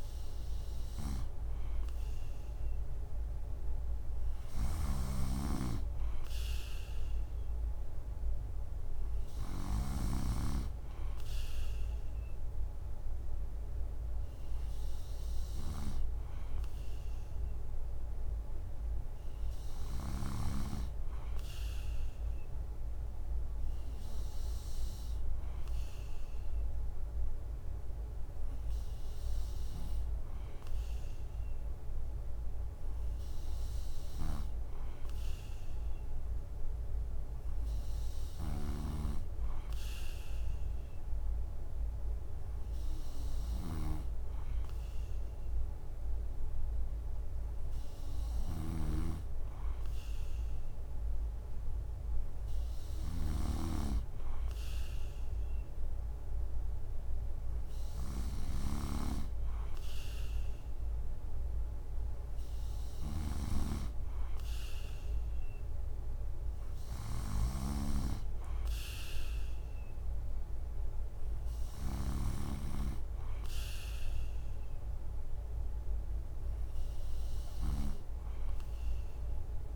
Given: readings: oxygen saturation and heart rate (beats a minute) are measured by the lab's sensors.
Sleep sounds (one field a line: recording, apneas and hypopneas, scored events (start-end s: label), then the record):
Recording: breathing in sleep by a room microphone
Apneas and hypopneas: none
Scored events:
0.00-10.00 s: snoring (device-marked)
38.00-72.00 s: snoring (device-marked)
From the record:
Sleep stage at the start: N3 (deep sleep)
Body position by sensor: on the right side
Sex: male